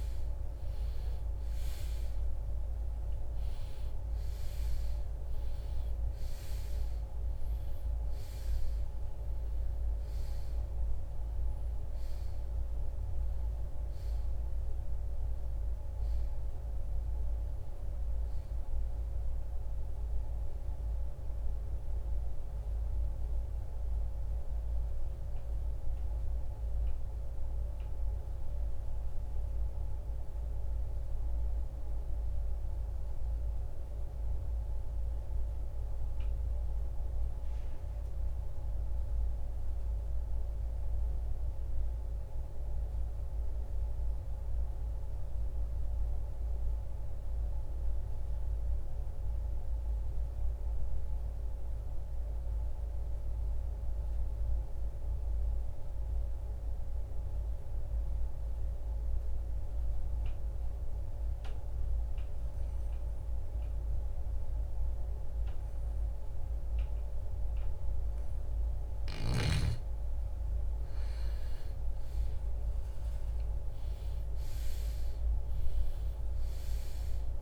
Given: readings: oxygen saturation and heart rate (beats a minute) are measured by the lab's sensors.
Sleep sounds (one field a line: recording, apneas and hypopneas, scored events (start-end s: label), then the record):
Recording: breathing in sleep, hard to hear, by a room microphone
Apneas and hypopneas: 1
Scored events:
0.00-1.50 s: arousal
0.00-52.50 s: oxygen desaturation (device-marked, oxygen 79% lowest, heart rate 47 extreme)
32.00-69.50 s: mixed apnea (oxygen 95% before, 79% lowest, heart rate 77 before, 47 extreme, up 25 after)
70.50-75.00 s: arousal
From the record:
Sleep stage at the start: REM sleep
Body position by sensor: on the right side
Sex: male